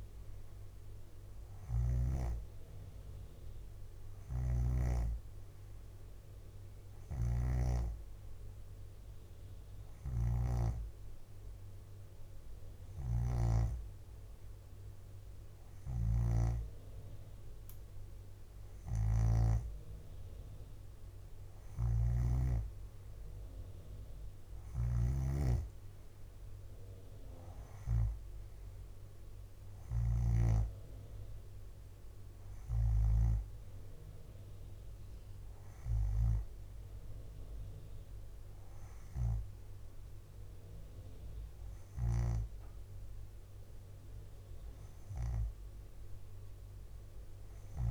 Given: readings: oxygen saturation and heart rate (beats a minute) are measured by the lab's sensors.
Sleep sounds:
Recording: breathing in sleep by a room microphone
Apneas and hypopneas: none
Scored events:
1.50-2.00 s: leg movement (device-marked)
4.00-10.50 s: snoring (device-marked)
12.50-33.00 s: snoring (device-marked)
21.00-23.00 s: bradycardia (device-marked, heart rate 67 before, 62 extreme)
24.00-28.00 s: leg movement (device-marked)
29.50-31.50 s: leg movement (device-marked)
41.50-47.91 s: snoring (device-marked)
From the record:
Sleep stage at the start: N2 (light sleep)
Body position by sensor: on the back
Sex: female

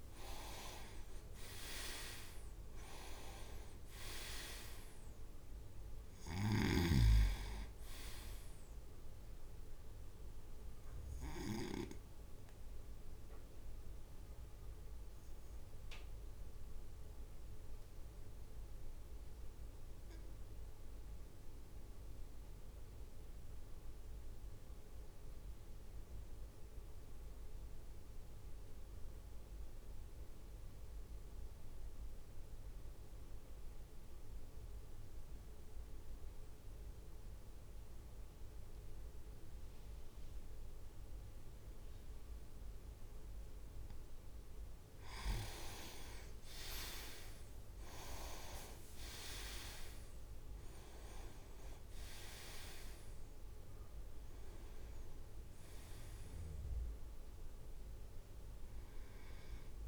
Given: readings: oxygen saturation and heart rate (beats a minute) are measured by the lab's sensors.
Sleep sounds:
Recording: breathing in sleep by a room microphone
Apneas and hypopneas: 1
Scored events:
0.00-2.50 s: arousal
0.00-3.00 s: leg movement (device-marked)
0.00-12.50 s: drop in pulse transit time (device-marked, heart rate 53 extreme)
11.50-43.50 s: obstructive apnea (oxygen 100% before, 94% lowest, heart rate 56 before, 51 extreme, up 7 after)
18.50-31.50 s: oxygen desaturation (device-marked, oxygen 97% before, 94% lowest, heart rate 56 before, 52 extreme)
46.50-50.50 s: arousal
47.50-59.87 s: oxygen desaturation (device-marked, oxygen 99% before, 95% lowest, heart rate 54 before, 53 extreme)
48.50-59.87 s: drop in pulse transit time (device-marked, heart rate 54 before, 57 extreme)
49.50-51.50 s: leg movement (device-marked)
From the record:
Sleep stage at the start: N2 (light sleep)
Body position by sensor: on the right side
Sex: male

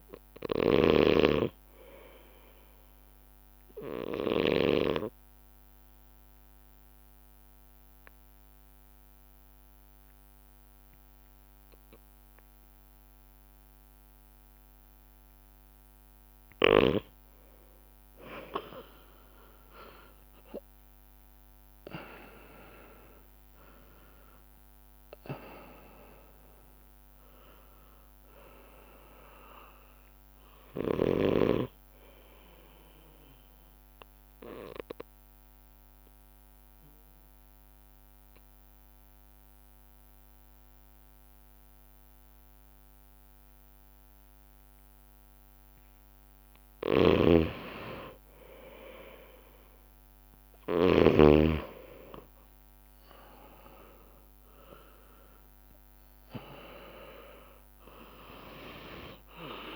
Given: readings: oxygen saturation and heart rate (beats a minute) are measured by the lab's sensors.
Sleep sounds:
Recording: breathing in sleep by a microphone on the trachea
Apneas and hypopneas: 2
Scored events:
0.00-4.50 s: snoring (device-marked)
0.00-10.00 s: oxygen desaturation (device-marked, oxygen 94% lowest)
0.00-11.00 s: bradycardia (device-marked)
5.00-16.00 s: obstructive apnea (oxygen 99% before, 94% lowest)
15.00-29.00 s: bradycardia (device-marked)
18.50-22.00 s: arousal
24.00-34.00 s: oxygen desaturation (device-marked, oxygen 98% before, 94% lowest)
32.00-41.00 s: bradycardia (device-marked)
33.50-46.00 s: obstructive apnea (oxygen 98% before, 93% lowest)
46.50-51.00 s: snoring (device-marked)
47.00-59.00 s: bradycardia (device-marked)
50.00-54.50 s: arousal
From the record:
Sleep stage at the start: N2 (light sleep)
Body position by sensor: on the back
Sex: male

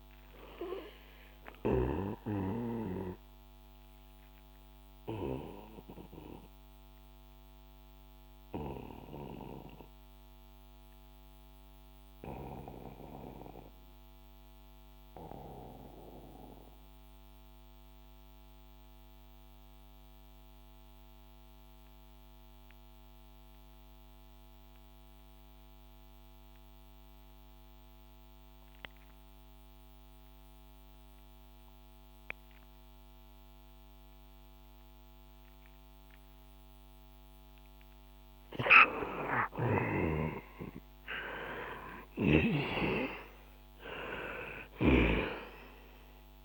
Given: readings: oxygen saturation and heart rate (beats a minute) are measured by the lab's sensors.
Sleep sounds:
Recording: breathing in sleep by a microphone on the trachea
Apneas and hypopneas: 1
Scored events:
0.00-24.00 s: oxygen desaturation (device-marked, oxygen 83% lowest, heart rate 61 extreme)
2.00-38.50 s: mixed apnea (oxygen 99% before, 83% lowest, heart rate 65 before, 59 extreme, up 10 after)
37.00-46.45 s: oxygen desaturation (device-marked, oxygen 98% before, 84% lowest, heart rate 62 before, 59 extreme)
40.00-44.50 s: arousal
From the record:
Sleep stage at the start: REM sleep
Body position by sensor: on the back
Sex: male

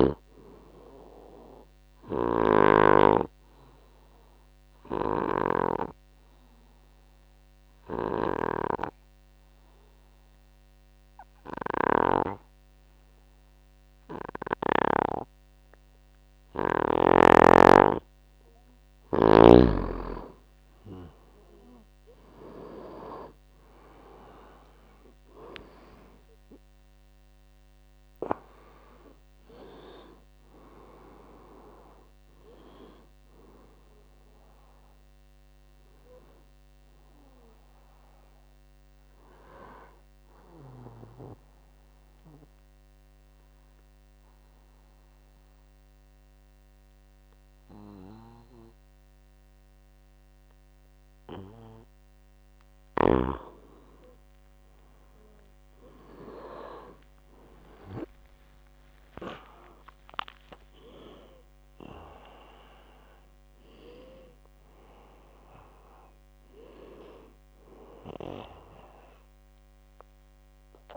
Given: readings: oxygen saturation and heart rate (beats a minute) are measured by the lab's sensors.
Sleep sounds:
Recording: breathing in sleep by a microphone on the trachea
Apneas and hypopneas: 2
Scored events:
0.00-18.50 s: oxygen desaturation (device-marked, oxygen 91% lowest, heart rate 58 extreme)
4.00-16.50 s: obstructive apnea (oxygen 98% before, 89% lowest, heart rate 64 before, 58 extreme, up 13 after)
20.50-49.50 s: oxygen desaturation (device-marked, oxygen 99% before, 89% lowest, heart rate 62 before, 58 extreme)
21.00-24.50 s: arousal
41.00-52.00 s: obstructive apnea (oxygen 99% before, 89% lowest, heart rate 76 before, 58 extreme)
53.50-57.50 s: arousal
53.50-61.50 s: tachycardia (device-marked, heart rate 67 before, 151 extreme)
63.50-70.97 s: oxygen desaturation (device-marked, oxygen 99% before, 94% lowest, heart rate 87 before, 56 extreme)
From the record:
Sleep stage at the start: N2 (light sleep)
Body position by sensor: on the back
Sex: male

